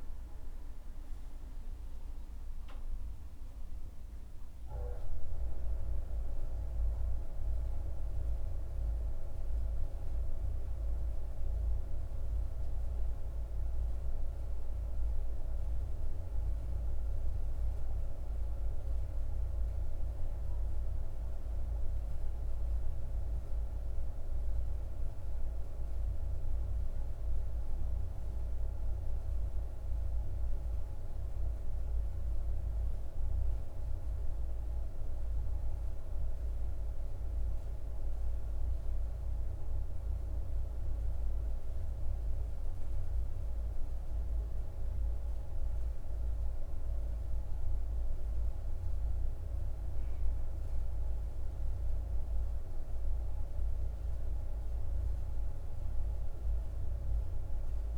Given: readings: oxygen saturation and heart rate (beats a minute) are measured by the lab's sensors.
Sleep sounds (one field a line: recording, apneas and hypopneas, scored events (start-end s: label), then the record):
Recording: breathing in sleep, hard to hear, by a room microphone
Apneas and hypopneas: none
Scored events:
none scored
From the record:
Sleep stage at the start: N2 (light sleep)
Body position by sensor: on the right side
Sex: male